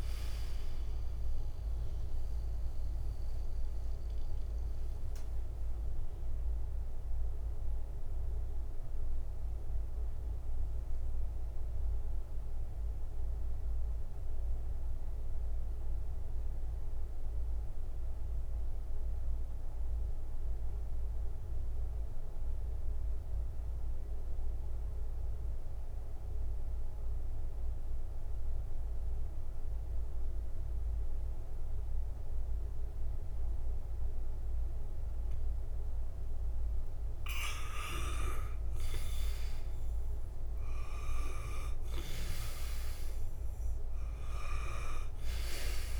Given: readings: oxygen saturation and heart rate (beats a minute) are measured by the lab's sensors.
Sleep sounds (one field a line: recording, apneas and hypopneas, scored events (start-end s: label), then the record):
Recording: breathing in sleep by a room microphone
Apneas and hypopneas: 1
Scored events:
0.00-21.50 s: oxygen desaturation (device-marked, oxygen 82% lowest, heart rate 56 extreme)
2.50-36.00 s: mixed apnea (oxygen 94% before, 82% lowest, heart rate 64 before, 56 extreme, up 8 after)
36.50-46.00 s: oxygen desaturation (device-marked, oxygen 98% before, 84% lowest, heart rate 62 before, 55 extreme)
37.00-43.00 s: arousal
From the record:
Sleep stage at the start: N2 (light sleep)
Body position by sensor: on the back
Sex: male